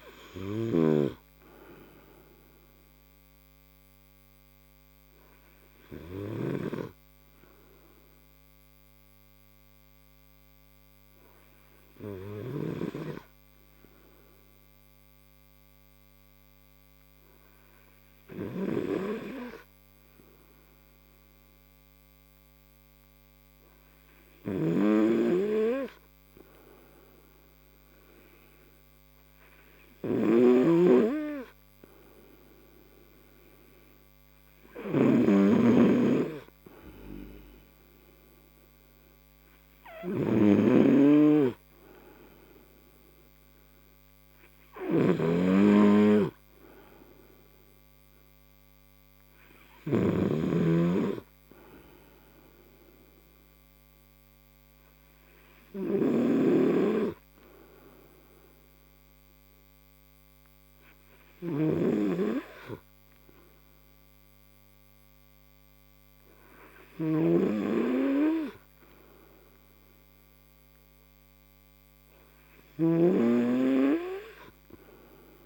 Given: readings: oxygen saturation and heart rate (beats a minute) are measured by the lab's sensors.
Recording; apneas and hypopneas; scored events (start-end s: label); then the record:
breathing in sleep by a microphone on the trachea; 1
6.50-33.00 s: obstructive apnea (oxygen 95% before, 90% lowest)
27.00-57.00 s: oxygen desaturation (device-marked, oxygen 97% before, 90% lowest)
36.00-38.00 s: arousal
45.00-50.50 s: snoring (device-marked)
61.50-75.46 s: snoring (device-marked)
From the record:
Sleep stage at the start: N2 (light sleep); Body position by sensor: on the right side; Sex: male